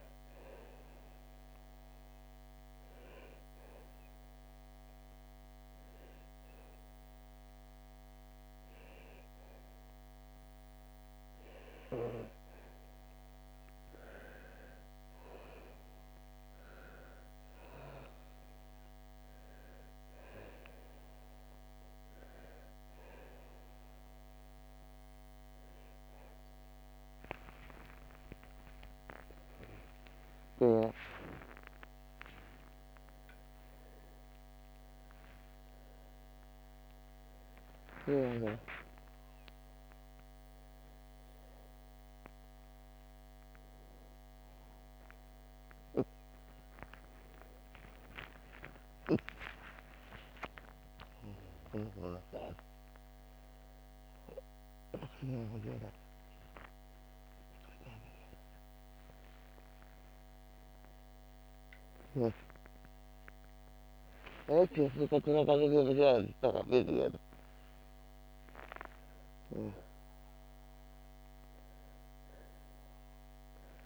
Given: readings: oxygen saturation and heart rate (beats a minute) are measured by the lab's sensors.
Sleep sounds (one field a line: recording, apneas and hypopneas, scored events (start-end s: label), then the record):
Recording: a person partly awake in a sleep study, by a microphone on the trachea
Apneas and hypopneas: 1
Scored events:
0.50-13.00 s: obstructive apnea (oxygen 95% before, 91% lowest, heart rate 74 before, 63 extreme, up 6 after)
19.00-30.00 s: oxygen desaturation (device-marked, oxygen 96% before, 91% lowest, heart rate 69 before, 63 extreme)
30.00-60.00 s: new sleep stage, awake
60.00-73.86 s: new sleep stage, N1 (lightest sleep)
From the record:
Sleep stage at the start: N1 (lightest sleep)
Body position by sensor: on the back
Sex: female